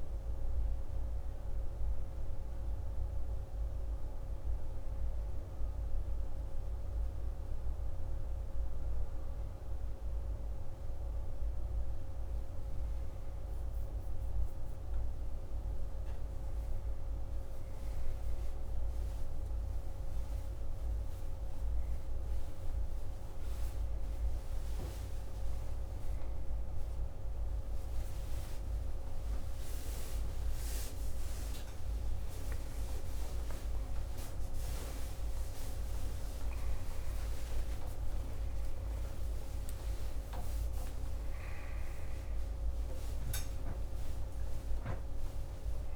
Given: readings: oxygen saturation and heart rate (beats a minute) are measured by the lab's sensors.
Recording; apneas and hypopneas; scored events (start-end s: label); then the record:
a person awake in a sleep study, hard to hear, by a room microphone; none
15.00-45.96 s: new sleep stage, awake
From the record:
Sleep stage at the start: N1 (lightest sleep); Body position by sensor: on the back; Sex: male